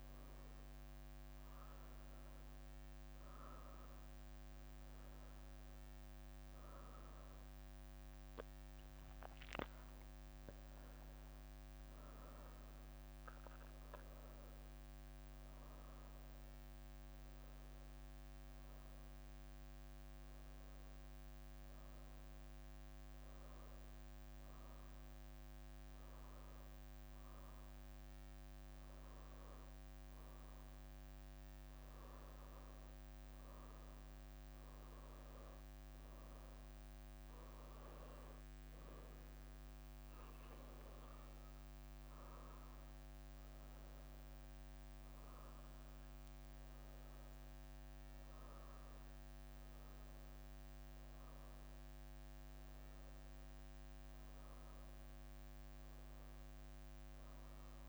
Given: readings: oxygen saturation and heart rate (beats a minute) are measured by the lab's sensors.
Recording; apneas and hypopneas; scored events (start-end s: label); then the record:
breathing in sleep, hard to hear, by a microphone on the trachea; 1
0.00-1.00 s: leg movement (device-marked)
3.50-14.50 s: hypopnea (oxygen 97% before, 94% lowest, heart rate 73 before, 70 extreme, up 1 after)
4.00-11.00 s: leg movement (device-marked)
14.00-17.00 s: leg movement (device-marked)
16.50-20.00 s: arousal
17.50-22.00 s: leg movement (device-marked)
43.50-45.50 s: leg movement (device-marked)
49.00-53.00 s: arousal
From the record:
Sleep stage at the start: N2 (light sleep); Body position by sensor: on the right side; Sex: female